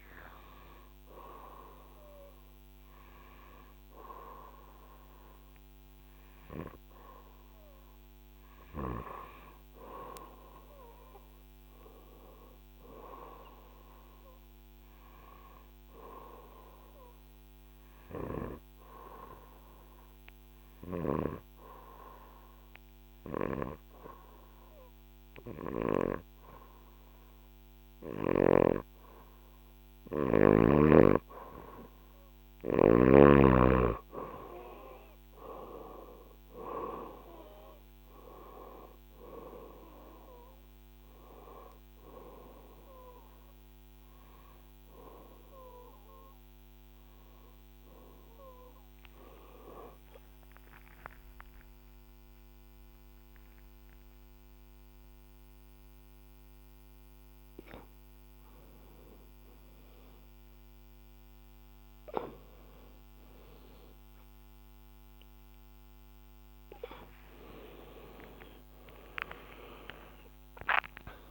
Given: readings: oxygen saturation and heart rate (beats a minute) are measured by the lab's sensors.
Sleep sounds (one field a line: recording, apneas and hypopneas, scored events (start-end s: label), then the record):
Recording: a person partly awake in a sleep study, by a microphone on the trachea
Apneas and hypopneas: 1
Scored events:
18.00-31.00 s: hypopnea (oxygen 96% before, 92% lowest, heart rate 67 before, 66 extreme, up 4 after)
22.50-28.00 s: snoring (device-marked)
30.00-50.00 s: oxygen desaturation (device-marked, oxygen 96% before, 92% lowest, heart rate 68 before, 66 extreme)
36.00-71.31 s: new sleep stage, awake
From the record:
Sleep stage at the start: N1 (lightest sleep)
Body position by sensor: on the back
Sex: female